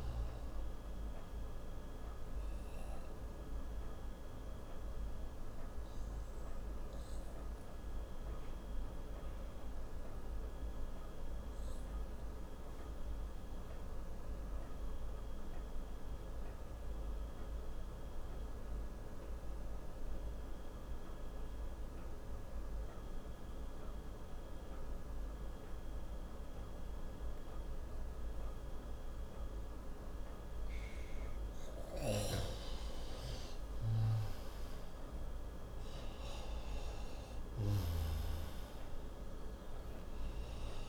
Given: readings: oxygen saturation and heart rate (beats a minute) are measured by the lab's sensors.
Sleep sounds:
breathing in sleep, hard to hear, by a room microphone; 1
0.00-19.50 s: oxygen desaturation (device-marked, oxygen 90% lowest, heart rate 57 extreme)
1.00-32.00 s: obstructive apnea (oxygen 97% before, 89% lowest, heart rate 67 before, 57 extreme, up 8 after)
32.00-40.89 s: snoring (device-marked)
33.50-37.00 s: arousal
33.50-40.89 s: oxygen desaturation (device-marked, oxygen 96% before, 89% lowest, heart rate 61 before, 58 extreme)
From the record:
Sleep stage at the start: N2 (light sleep); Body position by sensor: on the right side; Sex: male

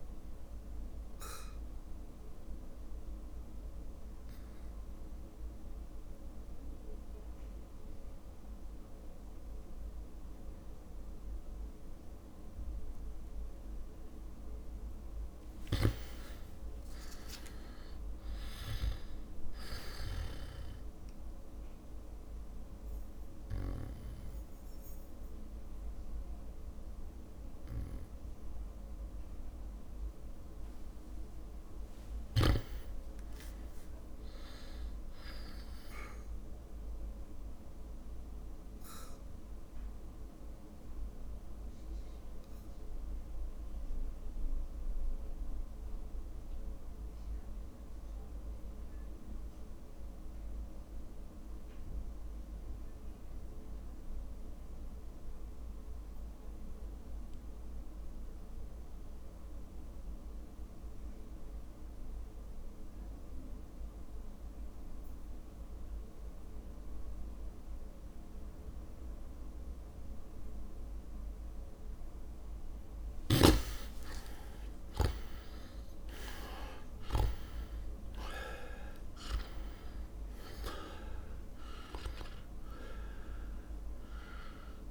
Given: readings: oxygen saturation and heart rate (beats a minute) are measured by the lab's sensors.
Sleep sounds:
breathing in sleep by a room microphone; 3
1.00-14.50 s: obstructive apnea (oxygen 99% before, 95% lowest, heart rate 61 before, 54 extreme, up 3 after)
15.50-20.50 s: snoring (device-marked)
16.50-19.00 s: arousal
21.00-31.00 s: obstructive apnea (oxygen 100% before, 91% lowest, heart rate 60 before, 54 extreme, up 6 after)
31.50-44.50 s: oxygen desaturation (device-marked, oxygen 98% before, 95% lowest, heart rate 58 before, 57 extreme)
32.50-35.50 s: arousal
37.50-50.50 s: drop in pulse transit time (device-marked, heart rate 58 before, 57 extreme)
38.00-71.50 s: obstructive apnea (oxygen 99% before, 88% lowest, heart rate 58 before, 56 extreme, up 5 after)
67.50-84.91 s: oxygen desaturation (device-marked, oxygen 99% before, 88% lowest, heart rate 58 before, 57 extreme)
83.50-84.91 s: new sleep stage, awake
From the record:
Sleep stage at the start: N2 (light sleep); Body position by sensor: on the back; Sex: male

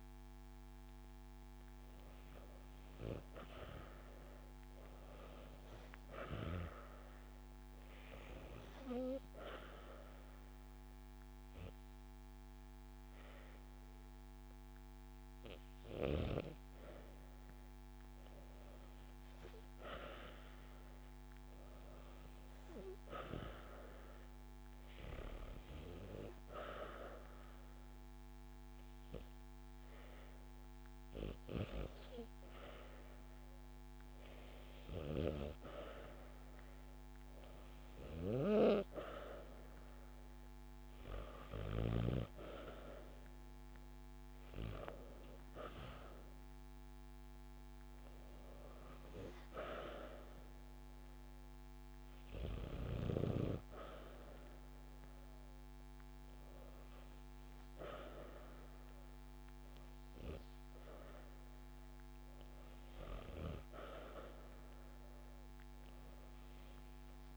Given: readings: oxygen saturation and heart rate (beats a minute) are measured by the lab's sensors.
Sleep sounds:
breathing in sleep by a microphone on the trachea; 1
13.50-21.50 s: oxygen desaturation (device-marked, oxygen 95% before, 91% lowest)
25.00-36.00 s: hypopnea (oxygen 95% before, 91% lowest)
37.50-40.50 s: arousal
From the record:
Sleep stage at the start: N2 (light sleep); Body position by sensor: on the back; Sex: female

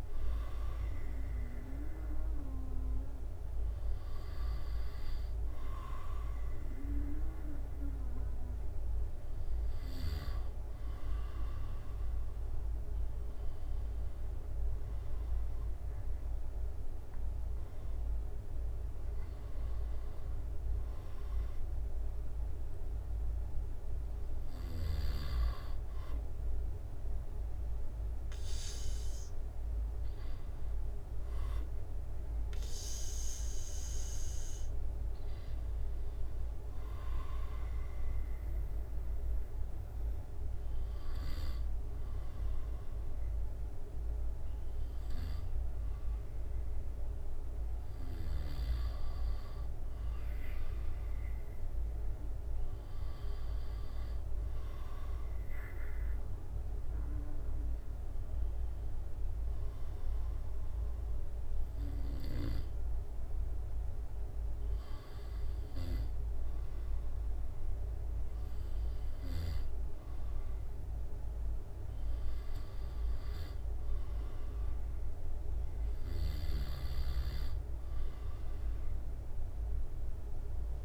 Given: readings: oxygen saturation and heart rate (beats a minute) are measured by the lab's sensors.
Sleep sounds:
breathing in sleep by a room microphone; none
13.50-27.50 s: drop in pulse transit time (device-marked, heart rate 72 before, 75 extreme)
14.00-18.00 s: arousal
79.50-80.85 s: arousal
From the record:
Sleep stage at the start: N2 (light sleep); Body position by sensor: on the back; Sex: male

